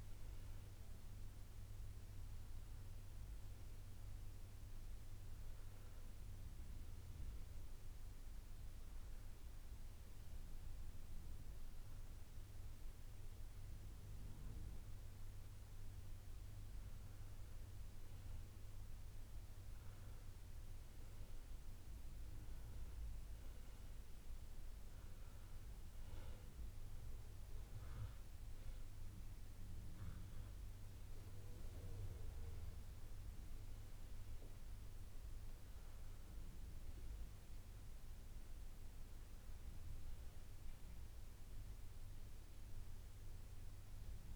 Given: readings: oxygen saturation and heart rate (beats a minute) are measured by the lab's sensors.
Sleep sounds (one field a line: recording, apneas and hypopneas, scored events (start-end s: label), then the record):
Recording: breathing in sleep, hard to hear, by a room microphone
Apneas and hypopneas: none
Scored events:
16.00-22.00 s: bradycardia (device-marked, heart rate 77 before, 59 extreme)
24.00-30.00 s: bradycardia (device-marked, heart rate 77 before, 59 extreme)
33.50-35.50 s: long interval between heartbeats (device-marked, heart rate 60 before, 61 extreme)
40.00-44.36 s: bradycardia (device-marked, heart rate 77 before, 58 extreme)
From the record:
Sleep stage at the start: N1 (lightest sleep)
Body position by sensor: on the back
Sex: male